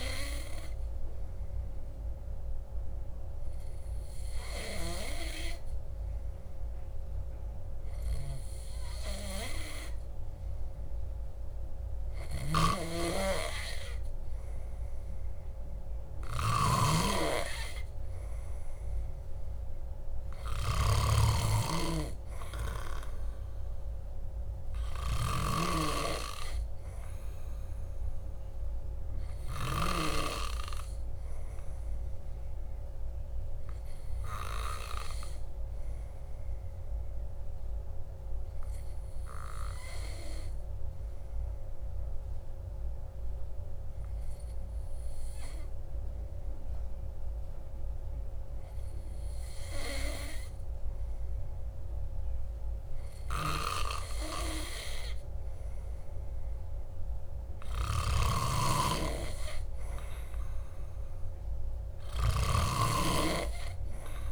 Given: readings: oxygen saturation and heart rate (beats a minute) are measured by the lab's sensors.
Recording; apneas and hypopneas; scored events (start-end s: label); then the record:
breathing in sleep by a room microphone; 1
36.00-51.00 s: hypopnea (oxygen 97% before, 95% lowest, heart rate 55 before, 54 extreme, up 3 after)
52.50-55.50 s: arousal
From the record:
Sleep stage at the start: N2 (light sleep); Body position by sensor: on the back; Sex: male